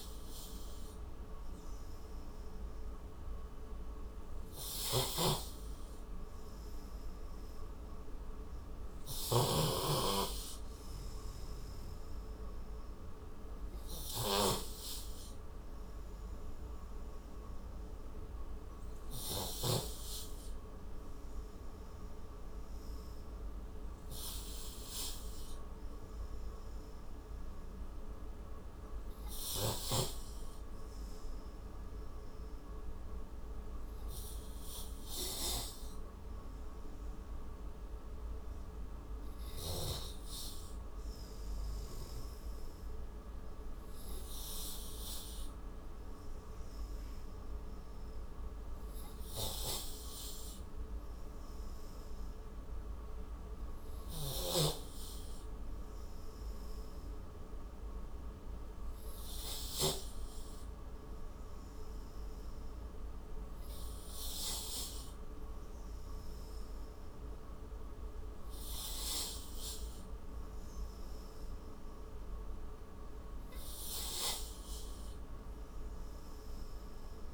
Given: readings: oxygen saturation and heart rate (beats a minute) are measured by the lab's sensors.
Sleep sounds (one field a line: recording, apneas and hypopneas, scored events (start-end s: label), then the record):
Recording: breathing in sleep by a room microphone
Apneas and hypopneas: none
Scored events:
5.00-20.00 s: snoring (device-marked)
From the record:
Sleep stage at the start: N3 (deep sleep)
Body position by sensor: on the right side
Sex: male